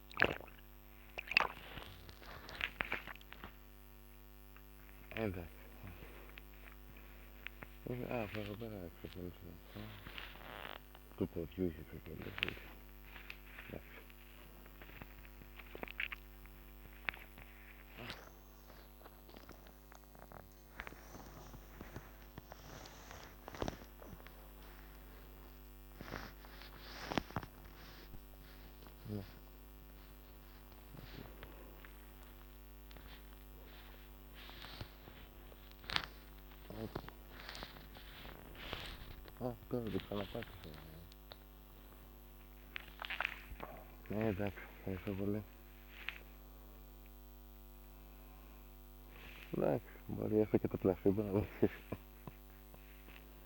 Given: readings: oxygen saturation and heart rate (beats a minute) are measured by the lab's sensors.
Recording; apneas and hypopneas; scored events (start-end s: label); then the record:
a person awake in a sleep study, by a microphone on the trachea; none
none scored
From the record:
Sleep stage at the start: awake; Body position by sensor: on the back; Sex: male